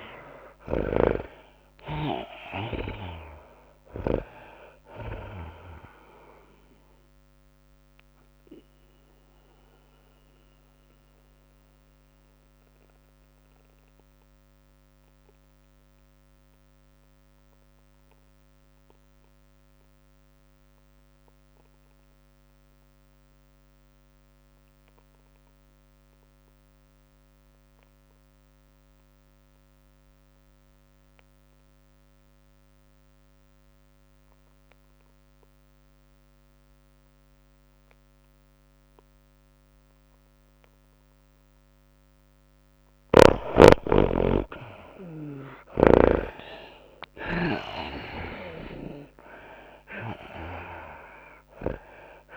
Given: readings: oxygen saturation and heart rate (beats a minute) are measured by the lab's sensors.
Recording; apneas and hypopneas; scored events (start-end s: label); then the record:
breathing in sleep by a microphone on the trachea; 1
0.00-2.00 s: arousal
0.00-18.50 s: oxygen desaturation (device-marked, oxygen 77% lowest, heart rate 99 extreme)
0.00-28.50 s: tachycardia (device-marked, heart rate 110 extreme)
1.50-18.50 s: drop in pulse transit time (device-marked, heart rate 101 before, 106 extreme)
9.50-42.50 s: mixed apnea (oxygen 99% before, 73% lowest, heart rate 104 before, 99 extreme, up 7 after)
25.50-52.37 s: oxygen desaturation (device-marked, oxygen 99% before, 73% lowest, heart rate 107 before, 93 extreme)
43.50-52.37 s: tachycardia (device-marked, heart rate 105 before, 111 extreme)
44.00-47.50 s: arousal
48.50-52.37 s: drop in pulse transit time (device-marked, heart rate 100 before, 104 extreme)
From the record:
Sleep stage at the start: N2 (light sleep); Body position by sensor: on the back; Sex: female